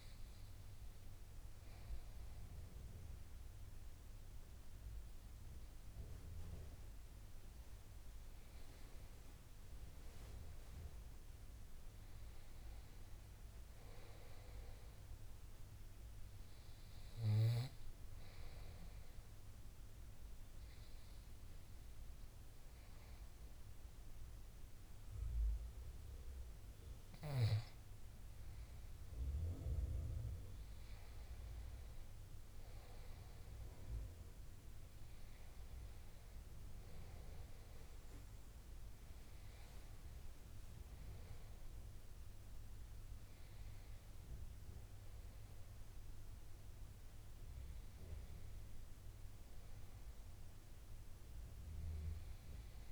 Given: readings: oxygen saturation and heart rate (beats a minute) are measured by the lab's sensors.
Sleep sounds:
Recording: breathing in sleep, hard to hear, by a room microphone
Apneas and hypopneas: 1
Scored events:
0.00-3.00 s: oxygen desaturation (device-marked, oxygen 92% lowest, heart rate 75 extreme)
11.00-14.50 s: arousal
18.50-29.50 s: hypopnea (oxygen 94% before, 91% lowest, heart rate 81 before, 75 extreme, up 5 after)
30.00-33.50 s: arousal
40.00-52.92 s: oxygen desaturation (device-marked, oxygen 95% before, 91% lowest, heart rate 78 before, 74 extreme)
From the record:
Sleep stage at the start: N2 (light sleep)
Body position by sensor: on the right side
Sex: male

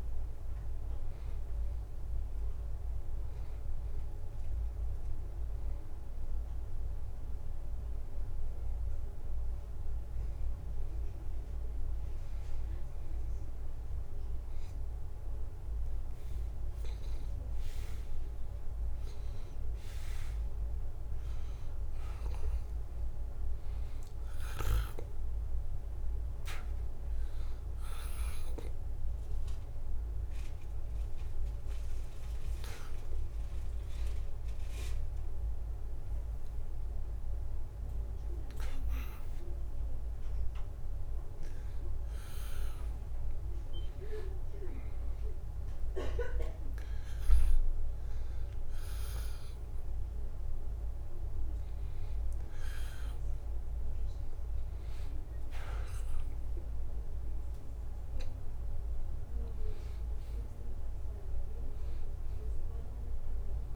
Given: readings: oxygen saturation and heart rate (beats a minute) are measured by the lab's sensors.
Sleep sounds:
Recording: breathing in sleep by a room microphone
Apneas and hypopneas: 1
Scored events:
3.50-14.50 s: oxygen desaturation (device-marked, oxygen 95% before, 92% lowest, heart rate 79 before, 79 extreme)
5.50-18.50 s: hypopnea (oxygen 95% before, 91% lowest, heart rate 79 before, 79 extreme, up 1 after)
26.00-30.00 s: arousal
29.50-42.50 s: drop in pulse transit time (device-marked, heart rate 80 before, 82 extreme)
56.50-60.00 s: arousal
From the record:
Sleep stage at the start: N2 (light sleep)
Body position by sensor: on the back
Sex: male

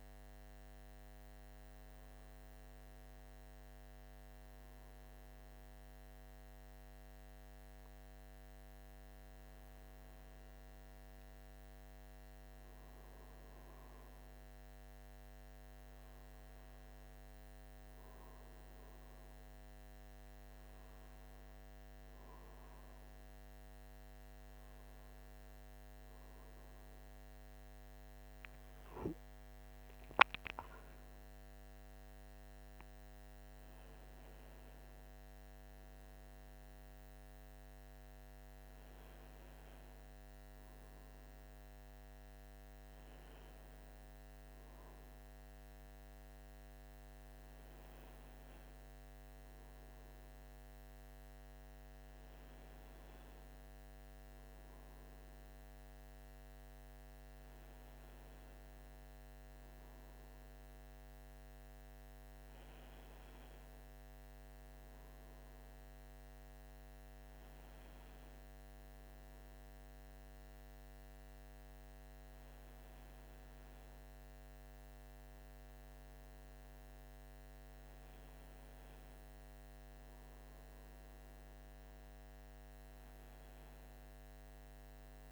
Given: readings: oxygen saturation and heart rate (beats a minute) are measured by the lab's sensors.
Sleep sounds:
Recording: a person awake in a sleep study, hard to hear, by a microphone on the trachea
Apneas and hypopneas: none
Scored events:
none scored
From the record:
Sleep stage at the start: awake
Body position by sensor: on the right side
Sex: male

